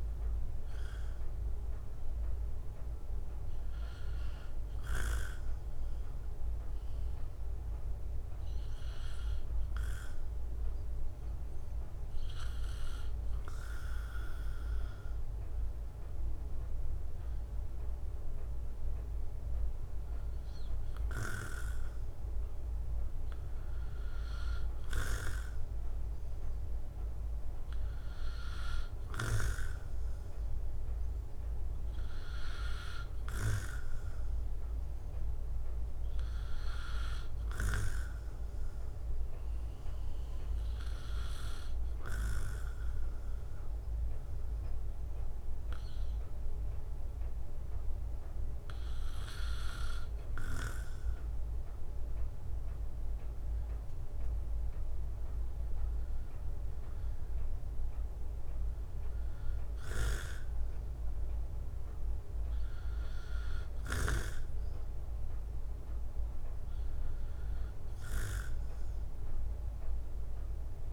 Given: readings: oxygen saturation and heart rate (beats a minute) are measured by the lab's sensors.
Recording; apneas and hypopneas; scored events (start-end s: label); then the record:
breathing in sleep by a room microphone; 1
40.00-52.00 s: obstructive apnea (oxygen 93% before, 91% lowest, heart rate 64 before, 59 extreme, up 7 after)
54.50-58.00 s: arousal
62.50-64.50 s: bradycardia (device-marked, heart rate 68 before, 61 extreme)
65.50-70.50 s: bradycardia (device-marked, heart rate 68 before, 59 extreme)
From the record:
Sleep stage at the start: N2 (light sleep); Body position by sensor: on the right side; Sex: male